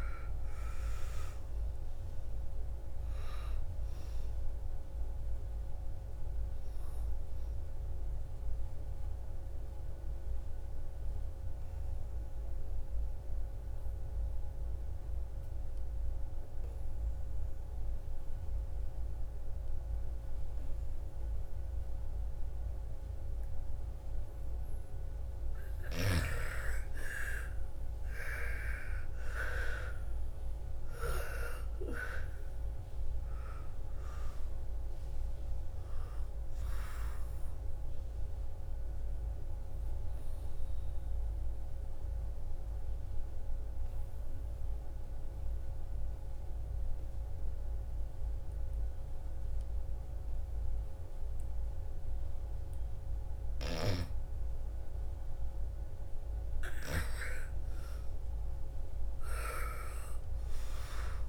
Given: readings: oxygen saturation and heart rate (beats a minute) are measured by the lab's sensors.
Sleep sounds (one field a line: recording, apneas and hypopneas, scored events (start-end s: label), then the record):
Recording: breathing in sleep by a room microphone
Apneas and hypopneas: 2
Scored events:
2.00-15.00 s: oxygen desaturation (device-marked, oxygen 99% before, 93% lowest, heart rate 62 before, 53 extreme)
8.00-24.00 s: obstructive apnea (oxygen 99% before, 85% lowest, heart rate 62 before, 53 extreme, up 25 after)
26.50-31.50 s: arousal
28.00-46.00 s: oxygen desaturation (device-marked, oxygen 98% before, 85% lowest, heart rate 58 before, 55 extreme)
37.50-53.00 s: obstructive apnea (oxygen 98% before, 82% lowest, heart rate 64 before, 53 extreme, up 8 after)
56.00-60.50 s: arousal
From the record:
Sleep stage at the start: N2 (light sleep)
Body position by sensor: on the back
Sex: female